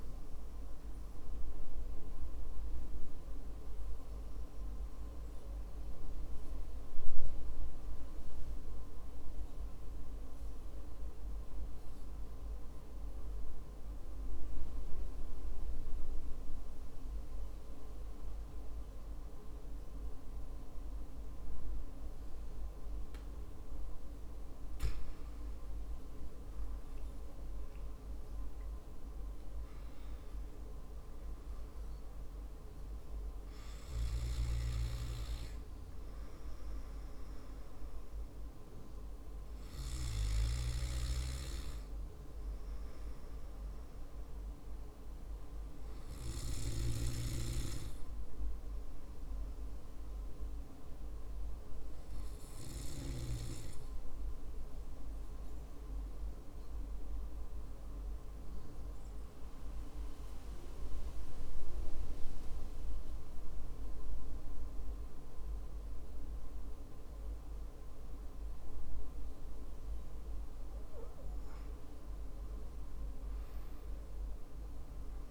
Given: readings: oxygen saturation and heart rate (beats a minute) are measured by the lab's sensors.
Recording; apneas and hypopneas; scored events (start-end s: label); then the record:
breathing in sleep, hard to hear, by a room microphone; 2
7.00-24.00 s: obstructive apnea (oxygen 94% before, 94% lowest, heart rate 57 before, 55 extreme, up 11 after)
26.00-30.00 s: arousal
55.50-71.00 s: obstructive apnea (oxygen 95% before, 94% lowest, heart rate 57 before, 55 extreme, up 7 after)
From the record:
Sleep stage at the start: N2 (light sleep); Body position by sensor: on the back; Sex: male